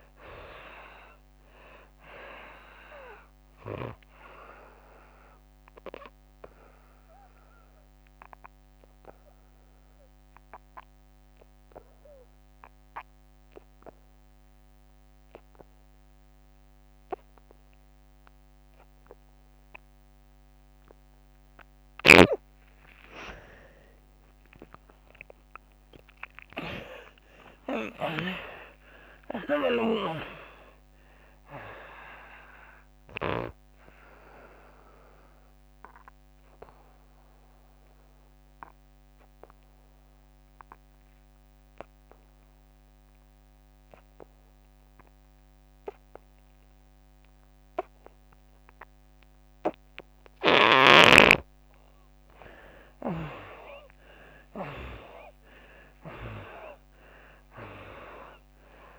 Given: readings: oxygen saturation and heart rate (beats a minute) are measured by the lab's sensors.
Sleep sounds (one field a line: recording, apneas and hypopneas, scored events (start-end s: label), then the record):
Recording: breathing in sleep by a microphone on the trachea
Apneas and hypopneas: 2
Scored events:
0.00-15.00 s: oxygen desaturation (device-marked, oxygen 98% before, 80% lowest, heart rate 83 before, 73 extreme)
5.50-20.50 s: obstructive apnea (oxygen 98% before, 75% lowest, heart rate 86 before, 73 extreme, up 10 after)
17.00-48.00 s: oxygen desaturation (device-marked, oxygen 98% before, 75% lowest, heart rate 92 before, 73 extreme)
23.00-26.50 s: arousal
29.50-33.50 s: snoring (device-marked)
34.00-50.50 s: obstructive apnea (oxygen 98% before, 75% lowest, heart rate 85 before, 74 extreme, up 15 after)
50.00-58.99 s: oxygen desaturation (device-marked, oxygen 99% before, 77% lowest, heart rate 86 before, 72 extreme)
52.50-56.00 s: arousal
From the record:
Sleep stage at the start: N2 (light sleep)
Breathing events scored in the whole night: 412 in 3.8 hours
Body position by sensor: on the right side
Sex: female